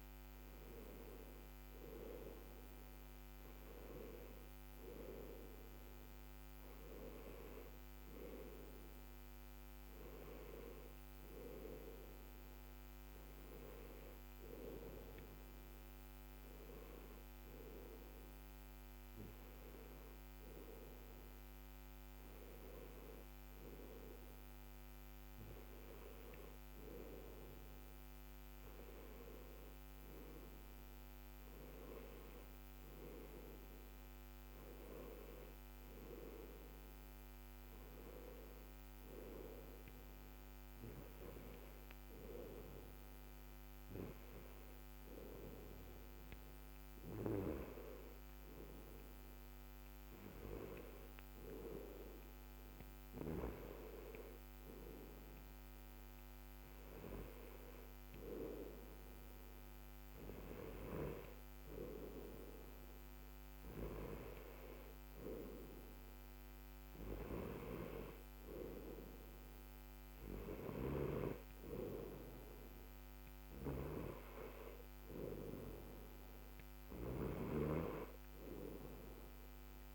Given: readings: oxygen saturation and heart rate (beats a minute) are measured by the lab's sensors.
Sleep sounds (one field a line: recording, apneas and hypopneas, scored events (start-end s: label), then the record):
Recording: breathing in sleep by a microphone on the trachea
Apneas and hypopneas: none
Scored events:
23.00-79.95 s: new sleep stage, N2 (light sleep)
From the record:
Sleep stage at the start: N1 (lightest sleep)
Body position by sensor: on the left side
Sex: male